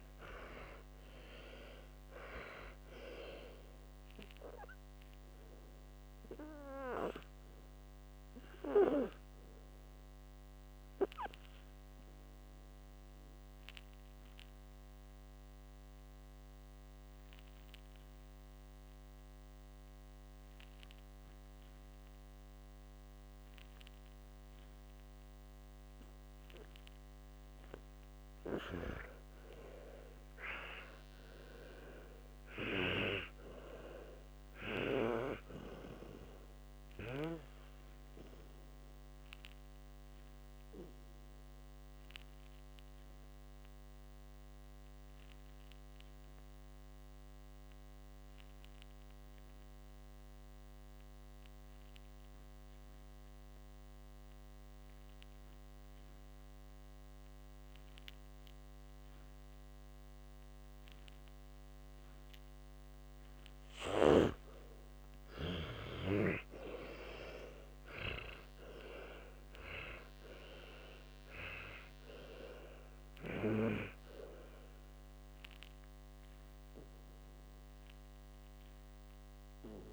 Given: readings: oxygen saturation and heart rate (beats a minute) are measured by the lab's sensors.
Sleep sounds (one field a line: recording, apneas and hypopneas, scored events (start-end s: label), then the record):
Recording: breathing in sleep by a microphone on the trachea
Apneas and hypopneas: 2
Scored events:
9.00-15.00 s: oxygen desaturation (device-marked, oxygen 94% before, 89% lowest, heart rate 67 before, 59 extreme)
14.00-26.50 s: obstructive apnea (oxygen 97% before, 89% lowest, heart rate 70 before, 57 extreme, up 13 after)
29.00-32.50 s: arousal
43.00-62.50 s: obstructive apnea (oxygen 95% before, 87% lowest, heart rate 64 before, 56 extreme, up 32 after)
65.00-69.50 s: arousal
69.00-72.00 s: oxygen desaturation (device-marked, oxygen 97% before, 93% lowest, heart rate 62 before, 56 extreme)
76.00-79.92 s: oxygen desaturation (device-marked, oxygen 97% before, 88% lowest, heart rate 71 before, 54 extreme)
From the record:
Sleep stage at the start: N2 (light sleep)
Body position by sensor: on the back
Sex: male